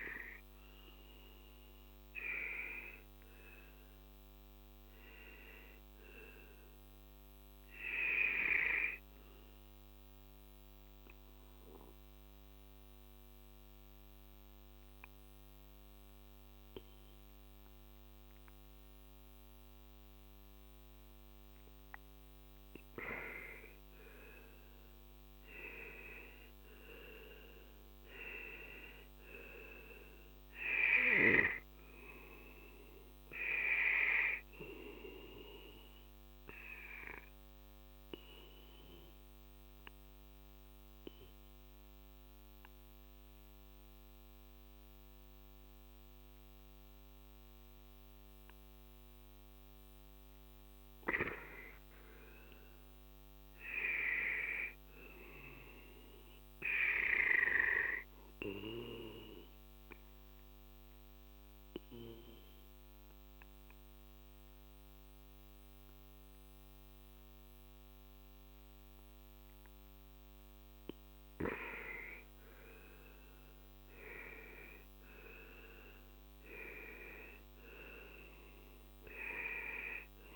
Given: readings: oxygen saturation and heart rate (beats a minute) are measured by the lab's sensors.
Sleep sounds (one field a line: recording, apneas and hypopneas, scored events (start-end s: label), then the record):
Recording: breathing in sleep by a microphone on the trachea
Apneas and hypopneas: 3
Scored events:
6.50-22.00 s: obstructive apnea (oxygen 96% before, 91% lowest, heart rate 57 before, 44 extreme, up 12 after)
24.50-29.00 s: arousal
29.50-42.50 s: oxygen desaturation (device-marked, oxygen 94% before, 91% lowest, heart rate 53 before, 44 extreme)
37.00-49.50 s: obstructive apnea (oxygen 95% before, 91% lowest, heart rate 56 before, 44 extreme, up 13 after)
51.00-54.50 s: arousal
59.50-71.50 s: obstructive apnea (oxygen 97% before, 92% lowest, heart rate 50 before, 42 extreme, up 12 after)
73.50-77.50 s: arousal
From the record:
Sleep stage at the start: N2 (light sleep)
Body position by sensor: on the left side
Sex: male